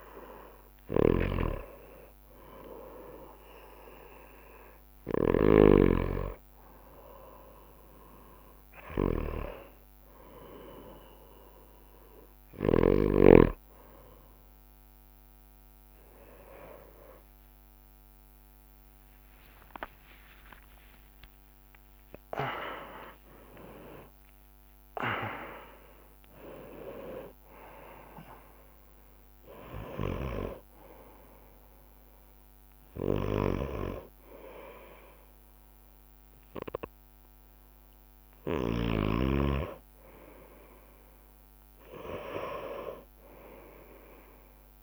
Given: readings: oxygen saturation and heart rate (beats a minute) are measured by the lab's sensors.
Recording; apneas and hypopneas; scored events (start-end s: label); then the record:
breathing in sleep by a microphone on the trachea; none
1.00-13.00 s: snoring (device-marked)
16.00-44.83 s: bradycardia (device-marked)
17.00-21.00 s: arousal
21.00-23.00 s: long interval between heartbeats (device-marked, heart rate 55 before, 51 extreme)
24.00 s: drop in pulse transit time (device-marked)
From the record:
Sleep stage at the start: N2 (light sleep); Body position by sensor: on the right side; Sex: male